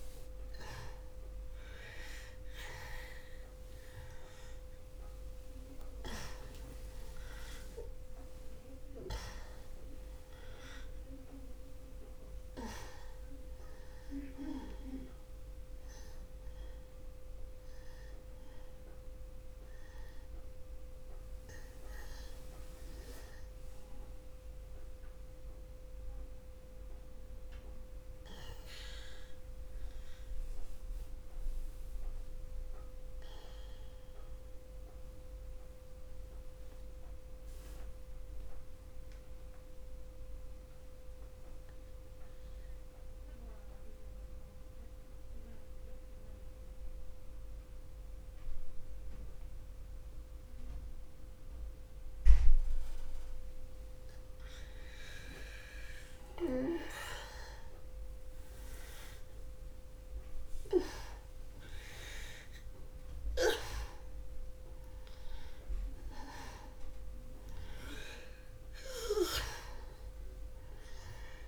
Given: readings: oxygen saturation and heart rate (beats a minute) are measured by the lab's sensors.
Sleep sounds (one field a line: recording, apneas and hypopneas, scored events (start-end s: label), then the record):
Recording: breathing in sleep by a room microphone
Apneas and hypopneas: 1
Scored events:
0.00-36.00 s: oxygen desaturation (device-marked, oxygen 97% before, 87% lowest, heart rate 60 before, 60 extreme)
11.50-16.50 s: arousal
36.00-55.50 s: mixed apnea (oxygen 95% before, 83% lowest, heart rate 60 before, 60 extreme, up 0 after)
58.00-63.00 s: arousal
61.00-71.48 s: oxygen desaturation (device-marked, oxygen 96% before, 83% lowest, heart rate 60 before, 60 extreme)
69.00-71.48 s: new sleep stage, N1 (lightest sleep)
From the record:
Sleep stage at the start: N2 (light sleep)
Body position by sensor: on the back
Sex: male